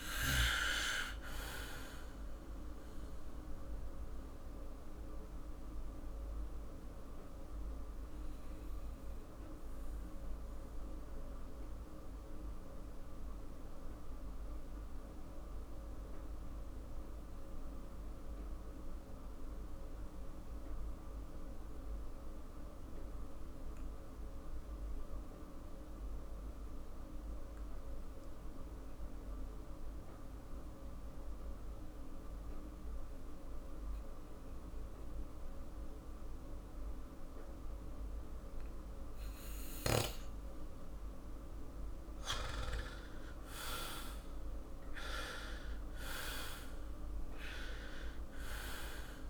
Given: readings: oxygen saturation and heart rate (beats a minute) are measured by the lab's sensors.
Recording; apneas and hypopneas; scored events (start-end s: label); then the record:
breathing in sleep by a room microphone; 1
4.00-40.50 s: obstructive apnea (oxygen 97% before, 90% lowest, heart rate 54 before, 45 extreme, up 11 after)
34.00-47.00 s: oxygen desaturation (device-marked, oxygen 97% before, 90% lowest, heart rate 50 before, 45 extreme)
43.00-47.00 s: arousal
From the record:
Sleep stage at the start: N2 (light sleep); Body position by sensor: on the back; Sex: male